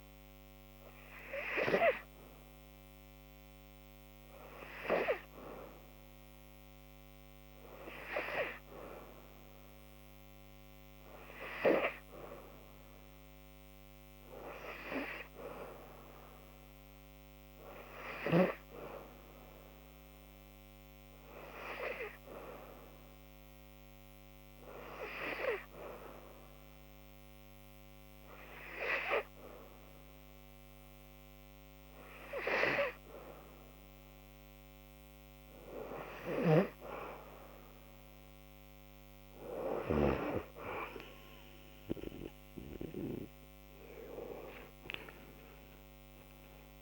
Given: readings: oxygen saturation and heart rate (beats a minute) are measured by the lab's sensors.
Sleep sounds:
breathing in sleep by a microphone on the trachea; 1
0.50-19.50 s: oxygen desaturation (device-marked, oxygen 97% before, 91% lowest, heart rate 69 before, 72 extreme)
24.00-36.50 s: obstructive apnea (oxygen 97% before, 91% lowest, heart rate 73 before, 68 extreme, up 7 after)
44.00-46.82 s: arousal
From the record:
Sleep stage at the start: N2 (light sleep); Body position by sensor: on the back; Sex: female

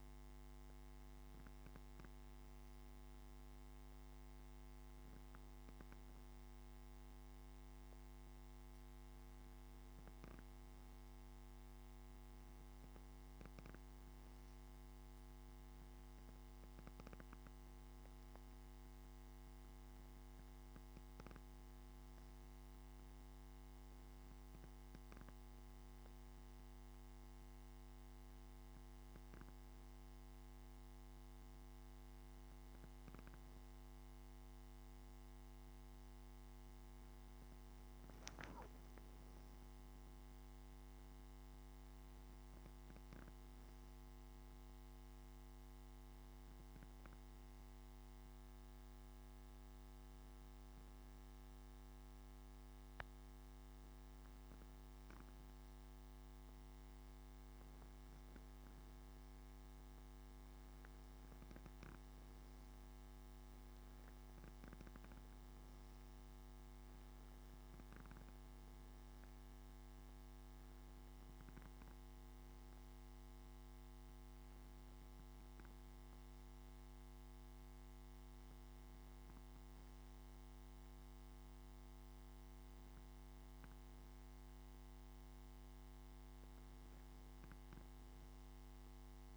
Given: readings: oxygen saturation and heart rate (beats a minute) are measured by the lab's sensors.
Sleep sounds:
breathing in sleep, hard to hear, by a microphone on the trachea; 1
40.50-44.50 s: arousal
47.50-59.50 s: hypopnea (oxygen 95% before, 93% lowest, heart rate 70 before, 65 extreme, up 4 after)
61.50-65.50 s: arousal
From the record:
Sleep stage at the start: N2 (light sleep); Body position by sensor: on the back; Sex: male

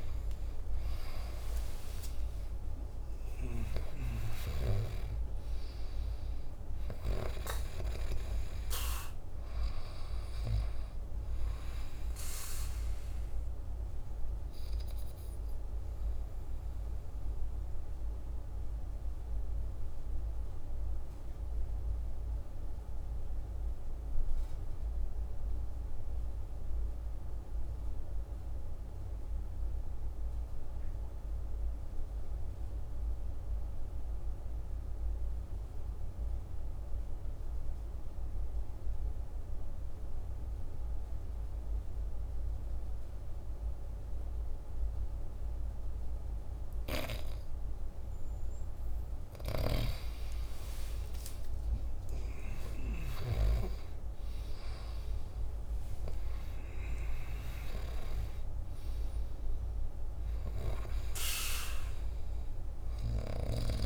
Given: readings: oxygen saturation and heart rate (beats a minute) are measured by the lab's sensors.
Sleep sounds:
breathing in sleep by a room microphone; 1
0.00-3.00 s: arousal
0.00-3.50 s: oxygen desaturation (device-marked, oxygen 93% lowest, heart rate 47 extreme)
11.50-27.50 s: oxygen desaturation (device-marked, oxygen 94% before, 89% lowest, heart rate 57 before, 47 extreme)
17.00-46.50 s: obstructive apnea (oxygen 98% before, 88% lowest, heart rate 59 before, 47 extreme, up 11 after)
41.50-63.86 s: oxygen desaturation (device-marked, oxygen 99% before, 88% lowest, heart rate 48 before, 47 extreme)
49.50-54.50 s: arousal
From the record:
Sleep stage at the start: N2 (light sleep); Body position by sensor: on the back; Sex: male

